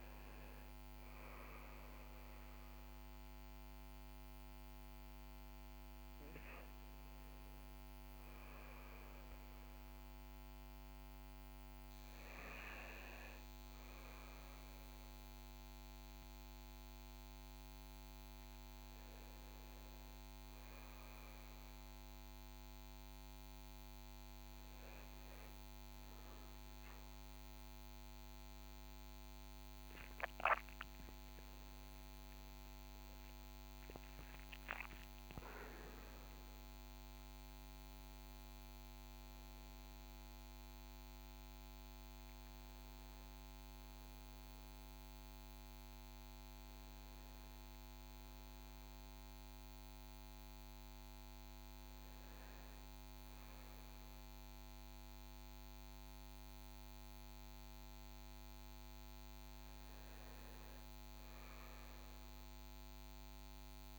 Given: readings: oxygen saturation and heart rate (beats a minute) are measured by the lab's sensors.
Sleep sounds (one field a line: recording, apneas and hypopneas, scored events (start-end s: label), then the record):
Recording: breathing in sleep, hard to hear, by a microphone on the trachea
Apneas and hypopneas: none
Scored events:
29.50-34.00 s: arousal
From the record:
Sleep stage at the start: N2 (light sleep)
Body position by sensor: on the right side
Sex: male